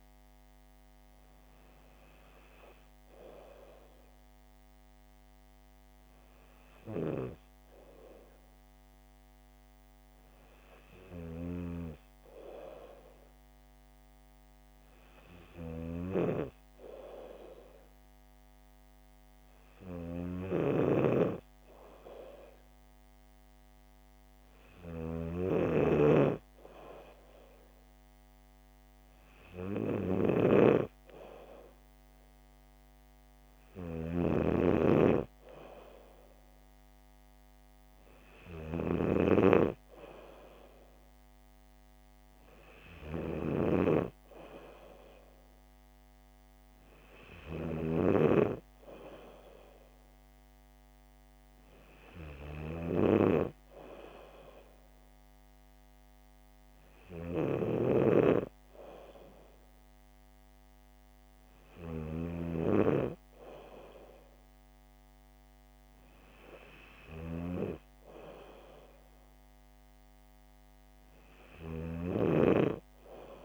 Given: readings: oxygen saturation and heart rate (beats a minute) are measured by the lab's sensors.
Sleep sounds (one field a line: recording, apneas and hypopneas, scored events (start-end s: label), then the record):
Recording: breathing in sleep by a microphone on the trachea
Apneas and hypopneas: none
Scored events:
20.50-35.00 s: snoring (device-marked)
43.50-48.00 s: snoring (device-marked)
72.00-73.45 s: snoring (device-marked)
From the record:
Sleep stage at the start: N2 (light sleep)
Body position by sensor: on the back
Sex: female